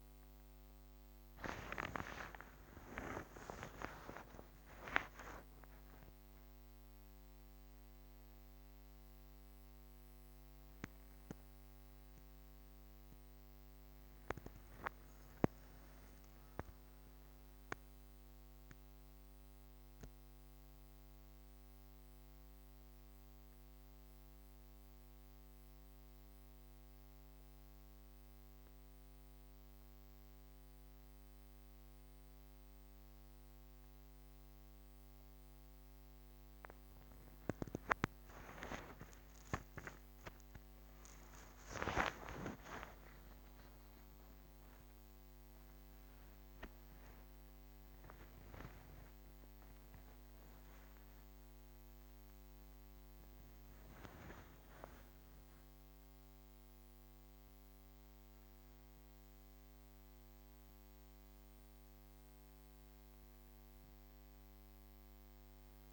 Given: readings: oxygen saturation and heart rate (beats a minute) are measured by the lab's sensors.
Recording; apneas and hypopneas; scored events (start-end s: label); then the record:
a person awake in a sleep study, by a microphone on the trachea; none
11.50-41.50 s: new sleep stage, N1 (lightest sleep)
41.50-65.92 s: new sleep stage, awake
From the record:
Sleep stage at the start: awake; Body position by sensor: on the back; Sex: female